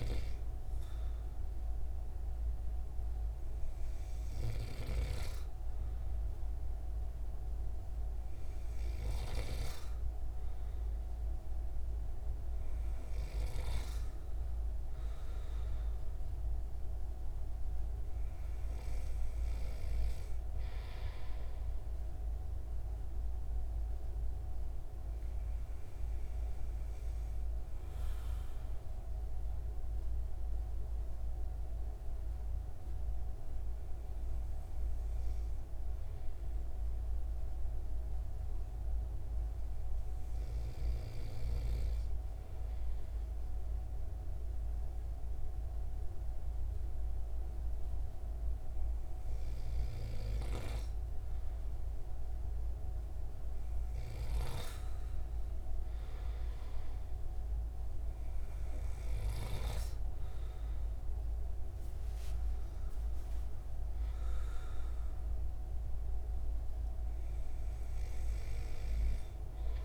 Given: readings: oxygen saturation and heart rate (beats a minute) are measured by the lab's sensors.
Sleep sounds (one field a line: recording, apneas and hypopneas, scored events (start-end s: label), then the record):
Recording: breathing in sleep by a room microphone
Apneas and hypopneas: none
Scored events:
58.50-61.50 s: arousal
From the record:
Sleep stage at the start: N2 (light sleep)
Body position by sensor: on the right side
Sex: male